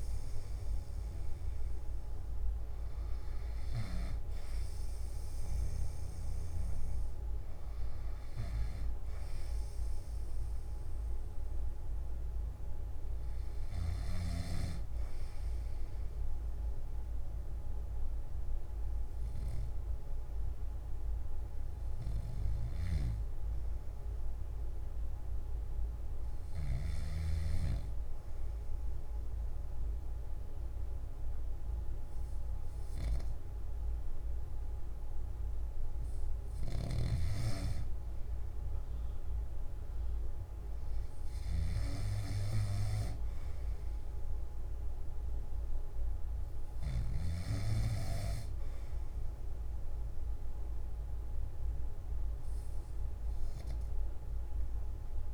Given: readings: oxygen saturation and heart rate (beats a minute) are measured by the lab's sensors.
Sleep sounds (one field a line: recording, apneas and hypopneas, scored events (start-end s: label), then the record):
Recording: breathing in sleep by a room microphone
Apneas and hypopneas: none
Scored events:
none scored
From the record:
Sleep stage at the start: N3 (deep sleep)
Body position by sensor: on the back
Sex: male